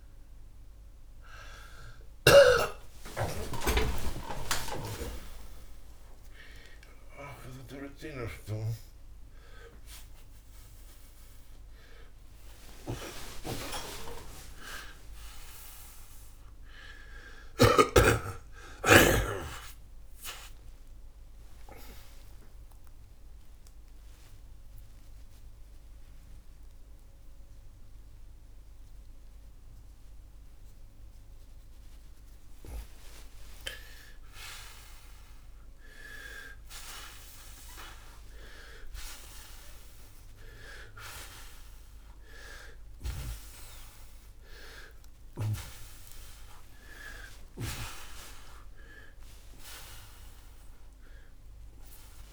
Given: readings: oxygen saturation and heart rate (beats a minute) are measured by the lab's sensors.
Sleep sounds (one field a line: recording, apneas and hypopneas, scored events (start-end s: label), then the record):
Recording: a person awake in a sleep study, by a room microphone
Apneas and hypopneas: none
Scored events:
12.00-17.50 s: snoring (device-marked)
23.50-32.50 s: oxygen desaturation (device-marked, oxygen 89% before, 84% lowest)
From the record:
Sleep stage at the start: awake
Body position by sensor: on the back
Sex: male